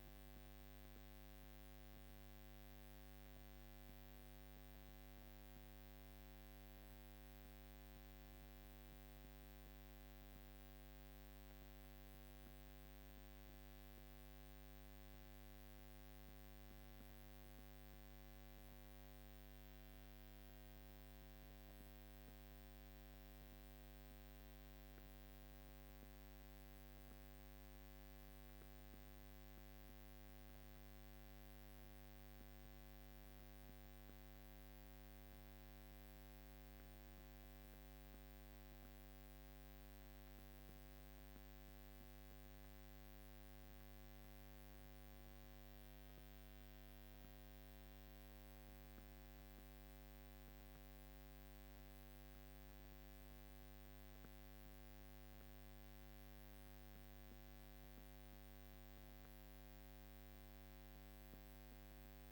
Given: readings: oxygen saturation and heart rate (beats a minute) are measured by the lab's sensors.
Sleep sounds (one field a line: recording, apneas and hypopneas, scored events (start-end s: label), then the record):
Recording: breathing in sleep, hard to hear, by a microphone on the trachea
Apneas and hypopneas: none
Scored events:
none scored
From the record:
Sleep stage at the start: N2 (light sleep)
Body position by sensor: on the back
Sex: female